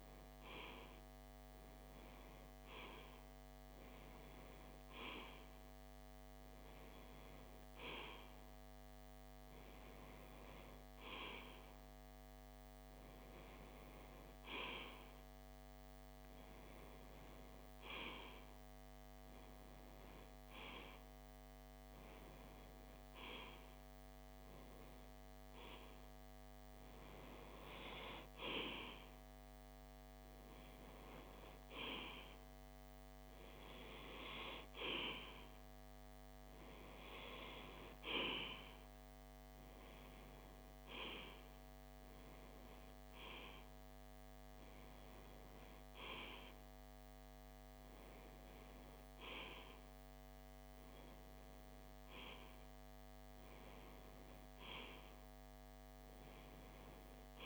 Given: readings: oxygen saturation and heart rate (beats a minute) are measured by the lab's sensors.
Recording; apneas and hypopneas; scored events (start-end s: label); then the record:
breathing in sleep by a microphone on the trachea; none
32.00-57.46 s: new sleep stage, REM sleep
From the record:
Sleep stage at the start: N2 (light sleep); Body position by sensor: on the left side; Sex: male